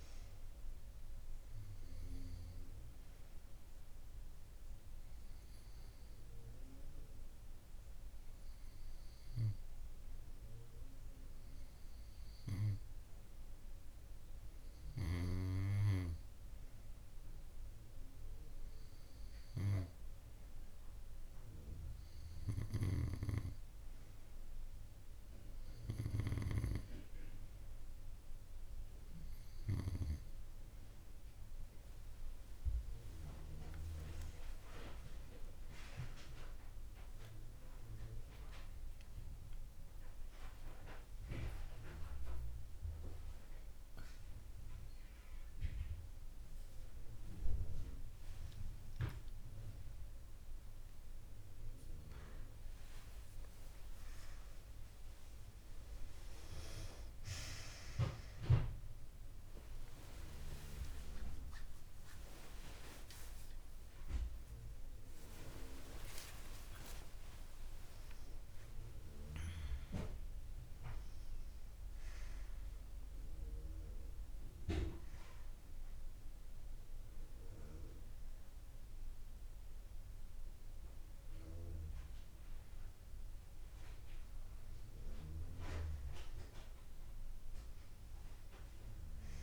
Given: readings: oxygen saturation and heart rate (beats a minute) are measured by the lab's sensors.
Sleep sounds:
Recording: a person awake in a sleep study, by a room microphone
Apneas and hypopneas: none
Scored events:
28.50-88.50 s: new sleep stage, awake
34.00-36.00 s: long interval between heartbeats (device-marked)
42.50-44.50 s: long interval between heartbeats (device-marked)
67.50-69.50 s: long interval between heartbeats (device-marked)
88.50-89.43 s: new sleep stage, N2 (light sleep)
From the record:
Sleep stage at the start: N2 (light sleep)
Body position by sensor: on the right side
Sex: female

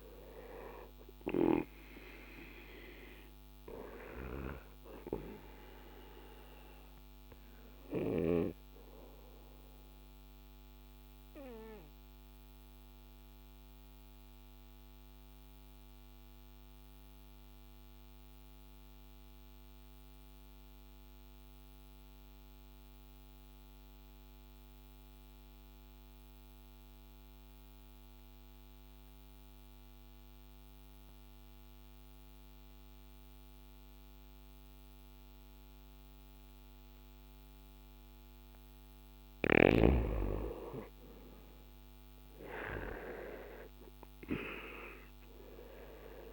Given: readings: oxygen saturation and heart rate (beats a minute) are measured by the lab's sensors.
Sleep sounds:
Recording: breathing in sleep by a microphone on the trachea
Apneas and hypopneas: 1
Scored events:
0.00-23.00 s: oxygen desaturation (device-marked, oxygen 88% lowest, heart rate 54 extreme)
9.00-37.50 s: obstructive apnea (oxygen 98% before, 88% lowest, heart rate 59 before, 54 extreme, up 6 after)
40.00-44.00 s: arousal
41.00-46.33 s: oxygen desaturation (device-marked, oxygen 98% before, 88% lowest, heart rate 55 before, 53 extreme)
From the record:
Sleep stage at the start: N2 (light sleep)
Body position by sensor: on the back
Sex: male

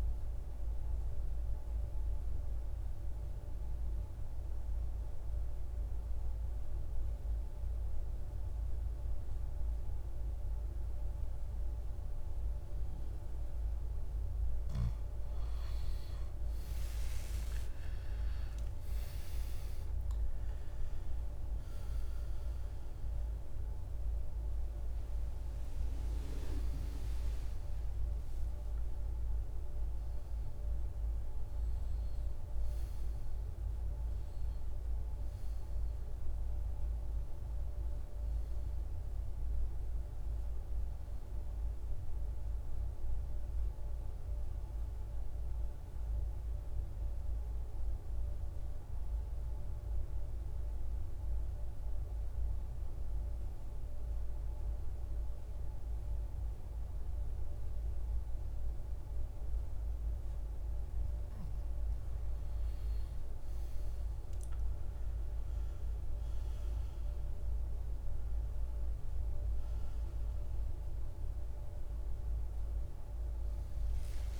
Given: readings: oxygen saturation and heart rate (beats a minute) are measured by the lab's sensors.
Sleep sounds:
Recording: breathing in sleep, hard to hear, by a room microphone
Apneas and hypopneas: 2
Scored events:
0.00-11.50 s: oxygen desaturation (device-marked, oxygen 91% lowest, heart rate 55 extreme)
4.50-14.50 s: obstructive apnea (oxygen 98% before, 87% lowest, heart rate 60 before, 56 extreme, up 18 after)
16.50-20.50 s: arousal
22.50-41.50 s: oxygen desaturation (device-marked, oxygen 96% before, 87% lowest, heart rate 61 before, 54 extreme)
23.50-53.50 s: new sleep stage, N1 (lightest sleep)
38.00-40.50 s: arousal
42.50-61.00 s: central apnea (oxygen 98% before, 87% lowest, heart rate 66 before, 55 extreme, up 11 after)
53.50-74.40 s: new sleep stage, N2 (light sleep)
63.50-68.00 s: arousal
63.50-74.40 s: oxygen desaturation (device-marked, oxygen 99% before, 89% lowest, heart rate 56 before, 54 extreme)
From the record:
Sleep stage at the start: N2 (light sleep)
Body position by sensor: on the back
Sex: male

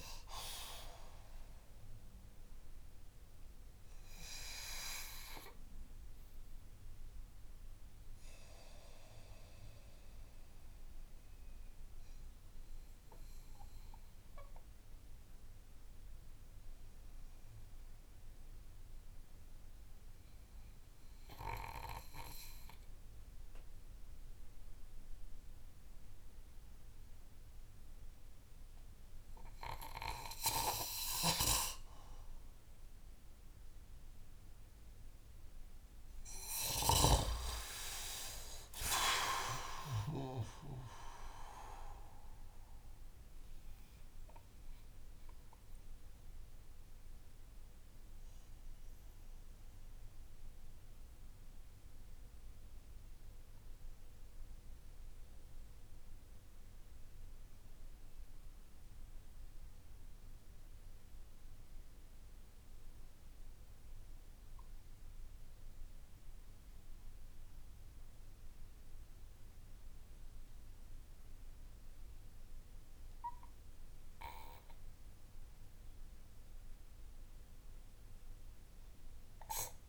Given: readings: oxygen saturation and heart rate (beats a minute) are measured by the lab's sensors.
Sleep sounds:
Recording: breathing in sleep by a room microphone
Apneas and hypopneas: 2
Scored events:
0.00-2.50 s: arousal
5.50-33.50 s: obstructive apnea (oxygen 97% before, 93% lowest)
30.50-39.50 s: snoring (device-marked)
36.00-40.00 s: arousal
42.50-75.50 s: obstructive apnea (oxygen 96% before, 92% lowest)
From the record:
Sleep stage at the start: N2 (light sleep)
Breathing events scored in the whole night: 253 in 7.0 hours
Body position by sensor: on the back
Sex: male

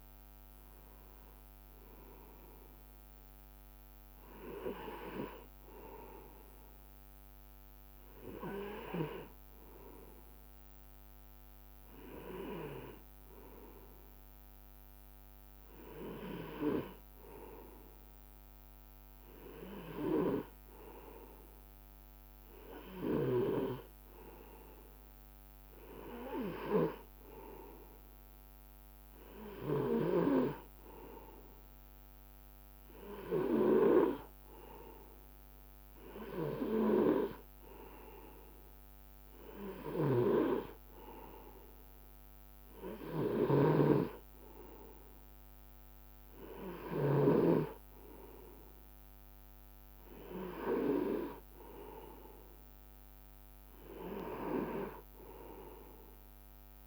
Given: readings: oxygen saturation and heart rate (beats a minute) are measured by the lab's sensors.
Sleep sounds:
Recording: breathing in sleep by a microphone on the trachea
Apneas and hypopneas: none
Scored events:
none scored
From the record:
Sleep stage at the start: N2 (light sleep)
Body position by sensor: on the right side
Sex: male

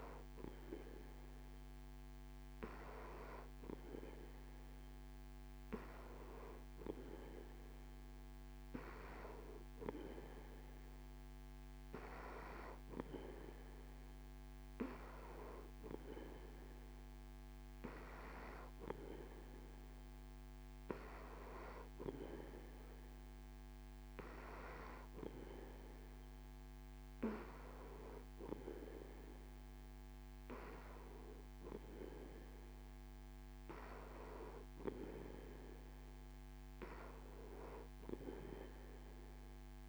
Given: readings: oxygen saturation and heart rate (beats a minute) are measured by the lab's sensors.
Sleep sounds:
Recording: breathing in sleep by a microphone on the trachea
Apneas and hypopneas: none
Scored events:
none scored
From the record:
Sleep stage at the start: N3 (deep sleep)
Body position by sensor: on the back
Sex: male

